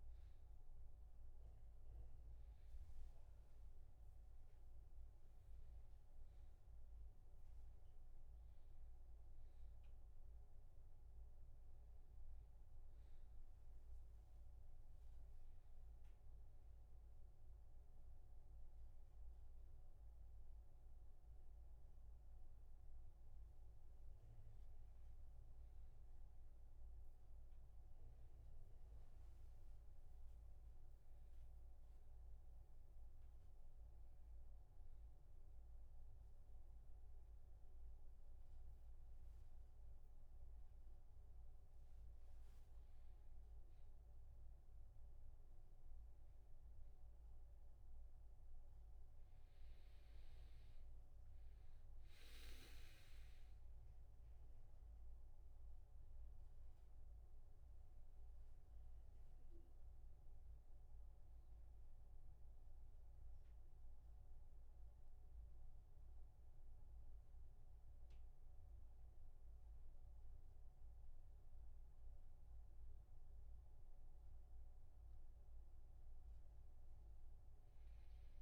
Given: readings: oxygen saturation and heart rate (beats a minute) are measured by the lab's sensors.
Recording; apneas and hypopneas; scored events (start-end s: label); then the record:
a person partly awake in a sleep study, hard to hear, by a room microphone; none
8.00-78.42 s: new sleep stage, N1 (lightest sleep)
From the record:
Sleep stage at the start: awake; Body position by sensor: on the back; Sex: male